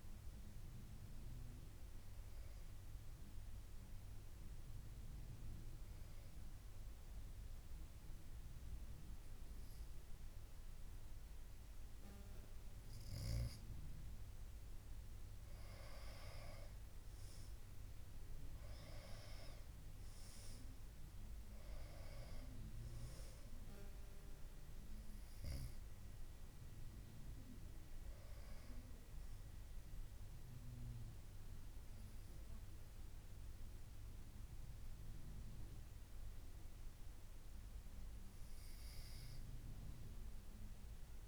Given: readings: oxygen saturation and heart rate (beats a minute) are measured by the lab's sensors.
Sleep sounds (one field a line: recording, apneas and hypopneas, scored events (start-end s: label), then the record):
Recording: breathing in sleep by a room microphone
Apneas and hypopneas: none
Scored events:
0.00-9.00 s: oxygen desaturation (device-marked, oxygen 91% lowest, heart rate 54 extreme)
23.00-36.00 s: oxygen desaturation (device-marked, oxygen 98% before, 94% lowest, heart rate 59 before, 55 extreme)
From the record:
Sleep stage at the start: N2 (light sleep)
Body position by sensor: on the back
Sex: female